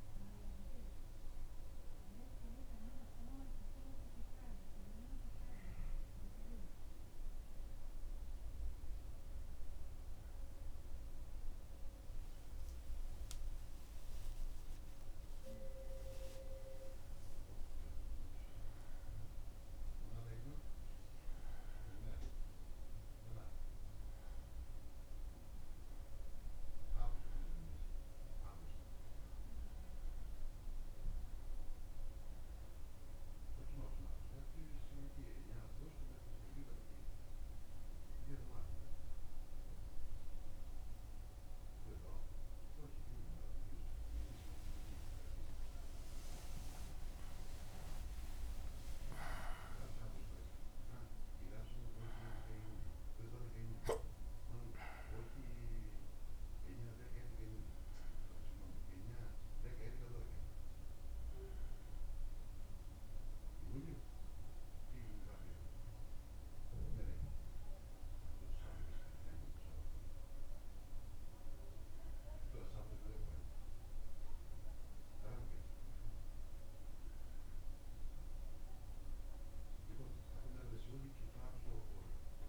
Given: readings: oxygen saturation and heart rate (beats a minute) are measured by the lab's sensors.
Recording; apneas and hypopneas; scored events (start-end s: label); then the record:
a person awake in a sleep study, by a room microphone; none
68.00-82.49 s: new sleep stage, N1 (lightest sleep)
From the record:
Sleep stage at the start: awake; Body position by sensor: on the back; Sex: male